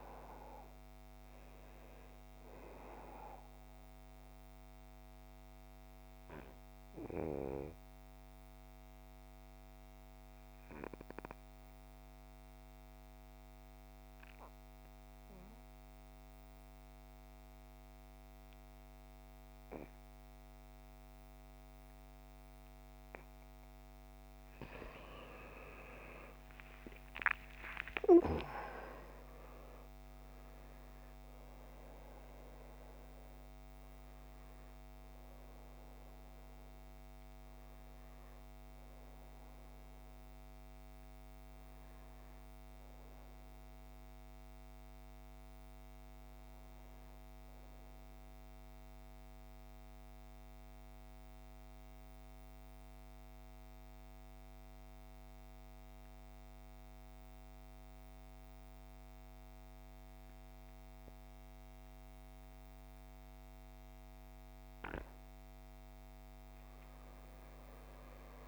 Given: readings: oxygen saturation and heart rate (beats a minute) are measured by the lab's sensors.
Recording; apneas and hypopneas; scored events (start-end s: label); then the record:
breathing in sleep by a microphone on the trachea; 2
2.00-19.00 s: oxygen desaturation (device-marked, oxygen 93% before, 90% lowest, heart rate 62 before, 53 extreme)
3.50-24.50 s: mixed apnea (oxygen 95% before, 85% lowest, heart rate 63 before, 53 extreme, up 18 after)
26.00-54.00 s: oxygen desaturation (device-marked, oxygen 96% before, 85% lowest, heart rate 55 before, 49 extreme)
26.50-30.50 s: arousal
48.50-64.00 s: central apnea (oxygen 96% before, 87% lowest, heart rate 64 before, 49 extreme, up 13 after)
66.00-68.48 s: arousal
From the record:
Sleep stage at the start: N2 (light sleep); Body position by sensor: on the back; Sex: male